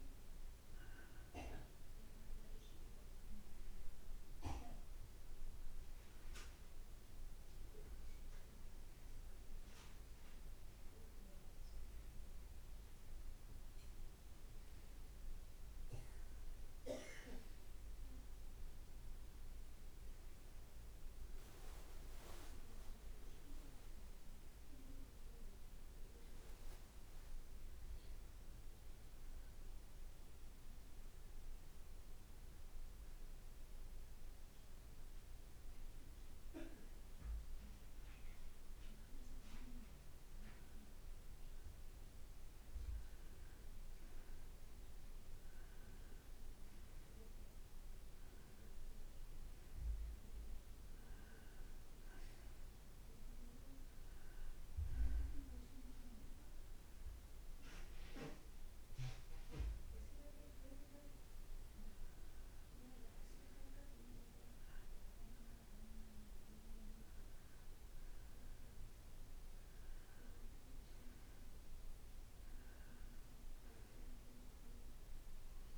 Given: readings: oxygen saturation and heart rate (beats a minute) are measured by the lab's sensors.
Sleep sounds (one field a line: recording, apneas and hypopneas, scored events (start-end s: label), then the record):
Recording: breathing in sleep by a room microphone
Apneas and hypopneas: 1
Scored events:
29.00-39.00 s: hypopnea (oxygen 93% before, 92% lowest, heart rate 59 before, 57 extreme, up 0 after)
41.00-45.50 s: arousal
From the record:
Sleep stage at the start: N2 (light sleep)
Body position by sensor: on the back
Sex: male